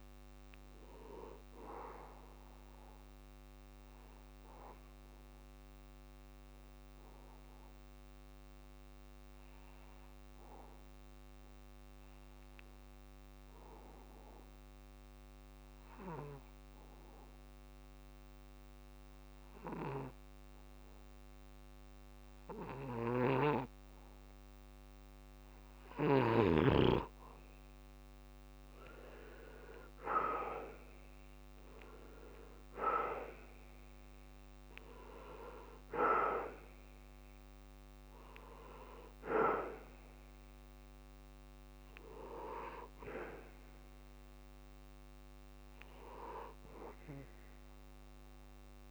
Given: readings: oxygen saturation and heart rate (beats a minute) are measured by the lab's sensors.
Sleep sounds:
breathing in sleep by a microphone on the trachea; 1
0.00-8.00 s: oxygen desaturation (device-marked, oxygen 86% lowest)
5.50-25.50 s: mixed apnea (oxygen 97% before, 86% lowest, heart rate 68 before, 45 extreme)
27.00-48.91 s: oxygen desaturation (device-marked, oxygen 98% before, 87% lowest, heart rate 58 before, 46 extreme)
29.50-34.50 s: arousal
From the record:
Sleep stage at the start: N2 (light sleep); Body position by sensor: on the back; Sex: male

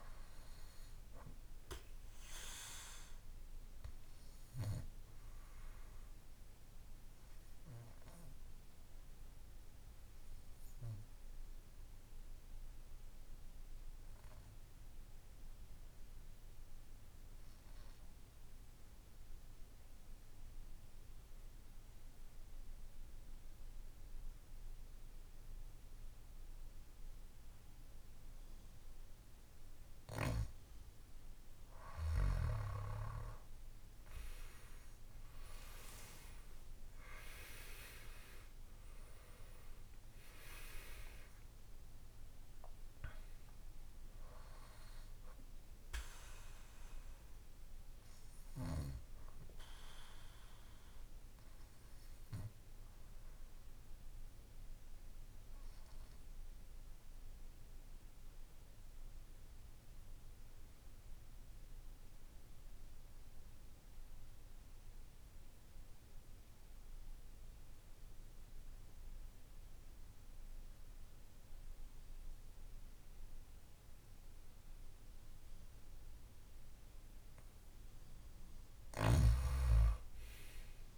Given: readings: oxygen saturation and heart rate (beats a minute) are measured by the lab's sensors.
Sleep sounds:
breathing in sleep by a room microphone; 2
0.00-18.00 s: oxygen desaturation (device-marked, oxygen 91% lowest, heart rate 54 extreme)
9.00-31.00 s: obstructive apnea (oxygen 97% before, 89% lowest, heart rate 62 before, 55 extreme, up 10 after)
33.00-37.00 s: arousal
39.00-66.00 s: oxygen desaturation (device-marked, oxygen 97% before, 89% lowest, heart rate 57 before, 55 extreme)
47.00-76.50 s: obstructive apnea (oxygen 97% before, 87% lowest, heart rate 62 before, 55 extreme, up 4 after)
From the record:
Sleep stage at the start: N2 (light sleep); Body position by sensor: on the back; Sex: male

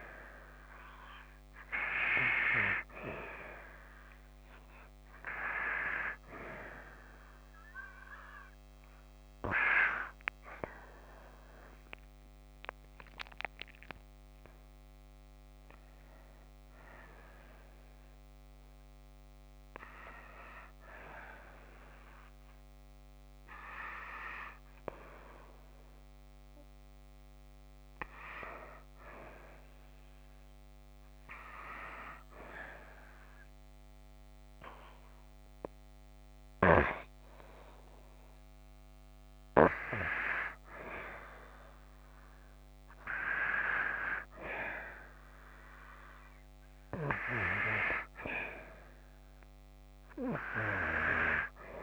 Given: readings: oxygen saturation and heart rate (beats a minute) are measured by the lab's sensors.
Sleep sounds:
breathing in sleep by a microphone on the trachea; 1
11.50-15.00 s: arousal
14.50-34.50 s: oxygen desaturation (device-marked, oxygen 93% before, 88% lowest)
18.50-29.50 s: hypopnea (oxygen 93% before, 88% lowest)
35.00-40.00 s: arousal
From the record:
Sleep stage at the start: N2 (light sleep); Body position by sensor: on the back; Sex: female

